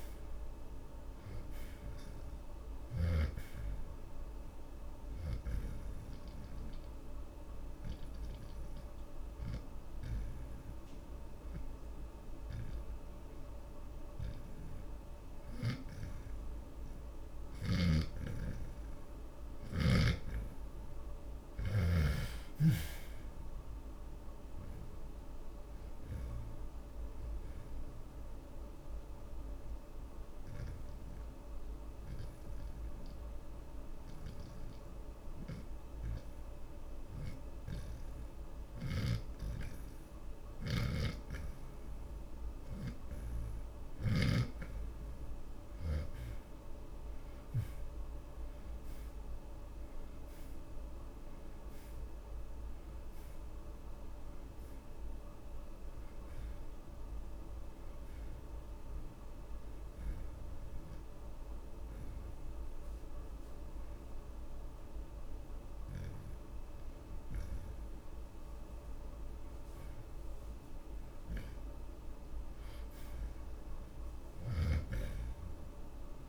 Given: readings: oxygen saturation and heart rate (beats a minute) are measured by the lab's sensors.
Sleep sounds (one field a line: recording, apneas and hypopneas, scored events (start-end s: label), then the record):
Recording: breathing in sleep by a room microphone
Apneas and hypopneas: 3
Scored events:
0.00-3.50 s: snoring (device-marked)
0.00-21.00 s: oxygen desaturation (device-marked, oxygen 71% lowest)
6.00-17.00 s: obstructive apnea (oxygen 82% before, 69% lowest)
22.00-25.50 s: arousal
28.50-41.50 s: obstructive apnea (oxygen 83% before, 69% lowest)
35.00-49.00 s: oxygen desaturation (device-marked, oxygen 83% before, 69% lowest)
39.00-44.50 s: snoring (device-marked)
44.00-47.50 s: arousal
51.00-72.00 s: oxygen desaturation (device-marked, oxygen 84% before, 70% lowest)
58.00-69.00 s: hypopnea (oxygen 84% before, 70% lowest)
70.50-74.00 s: arousal
From the record:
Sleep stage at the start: N2 (light sleep)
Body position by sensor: on the back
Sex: male